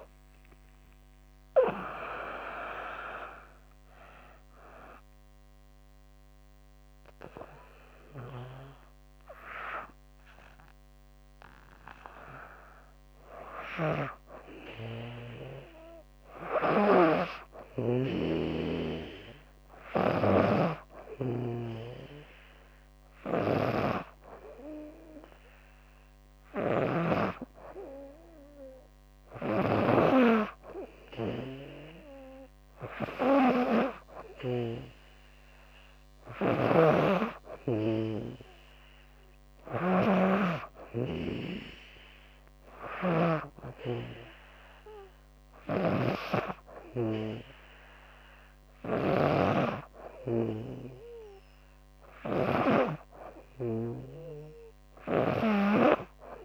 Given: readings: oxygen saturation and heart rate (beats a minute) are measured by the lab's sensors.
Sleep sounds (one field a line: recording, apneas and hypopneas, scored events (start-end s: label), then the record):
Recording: breathing in sleep by a microphone on the trachea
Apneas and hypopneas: none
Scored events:
7.50-34.00 s: snoring (device-marked)
36.00-56.45 s: snoring (device-marked)
From the record:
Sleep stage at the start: N2 (light sleep)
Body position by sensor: on the back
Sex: female